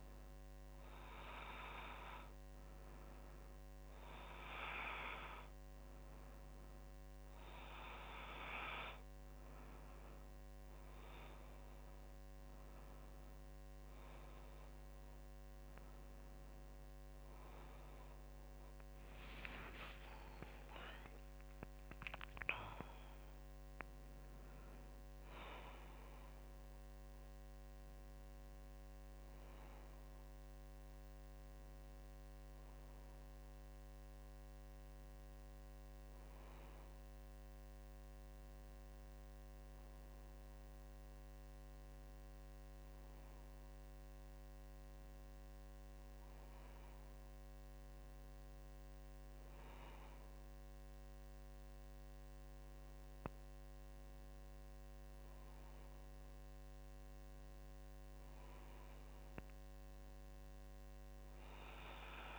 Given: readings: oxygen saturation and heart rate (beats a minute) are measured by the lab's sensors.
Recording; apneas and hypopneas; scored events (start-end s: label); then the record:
breathing in sleep by a microphone on the trachea; none
11.50-62.38 s: new sleep stage, N2 (light sleep)
18.00-22.00 s: arousal
From the record:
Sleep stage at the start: N1 (lightest sleep); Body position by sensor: on the back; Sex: female